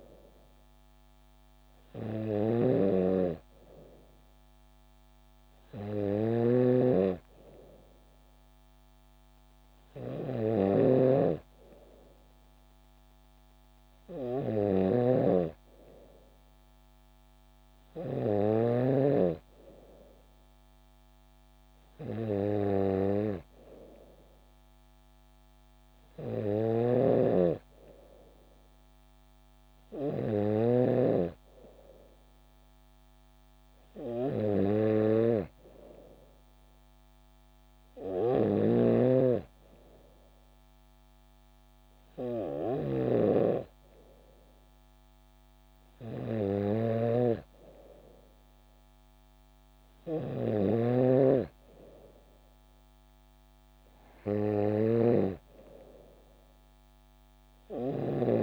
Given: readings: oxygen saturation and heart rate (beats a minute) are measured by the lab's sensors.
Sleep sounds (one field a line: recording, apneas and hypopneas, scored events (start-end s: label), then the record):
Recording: breathing in sleep by a microphone on the trachea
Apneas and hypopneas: none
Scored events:
0.00-19.00 s: snoring (device-marked)
26.50-31.00 s: snoring (device-marked)
38.50-51.00 s: snoring (device-marked)
From the record:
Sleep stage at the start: N3 (deep sleep)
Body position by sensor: on the back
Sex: female